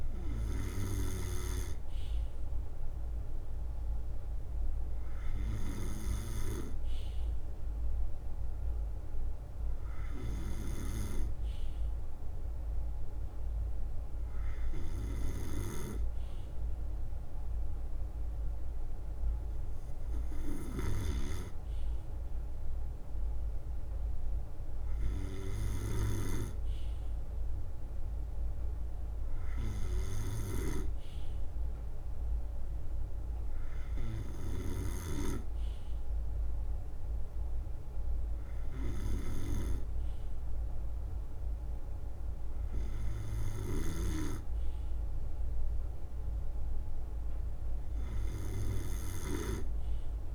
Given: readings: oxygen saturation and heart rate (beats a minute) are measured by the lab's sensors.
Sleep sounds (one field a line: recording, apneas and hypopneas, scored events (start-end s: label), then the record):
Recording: breathing in sleep by a room microphone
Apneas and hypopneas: none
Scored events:
2.00-21.00 s: drop in pulse transit time (device-marked, heart rate 65 before, 63 extreme)
6.50-8.00 s: leg movement (device-marked)
15.50-22.00 s: leg movement (device-marked)
20.50-34.50 s: snoring (device-marked)
29.00-34.50 s: leg movement (device-marked)
36.00-50.35 s: drop in pulse transit time (device-marked, heart rate 65 before, 63 extreme)
47.50-50.35 s: leg movement (device-marked)
From the record:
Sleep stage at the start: N2 (light sleep)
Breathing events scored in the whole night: 150 in 4.4 hours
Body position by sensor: on the right side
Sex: male